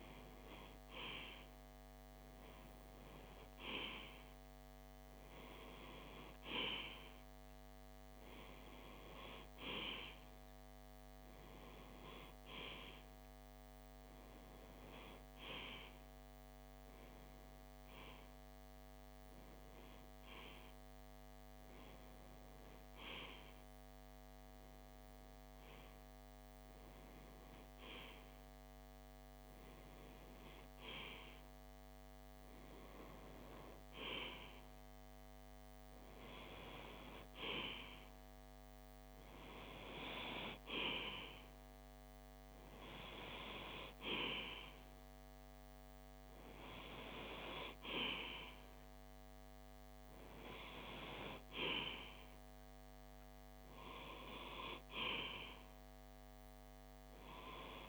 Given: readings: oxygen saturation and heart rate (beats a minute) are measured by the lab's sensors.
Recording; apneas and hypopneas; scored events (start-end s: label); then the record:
breathing in sleep by a microphone on the trachea; 1
15.00-29.00 s: hypopnea (oxygen 96% before, 93% lowest)
31.50-35.00 s: arousal
From the record:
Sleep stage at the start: REM sleep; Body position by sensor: on the left side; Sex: male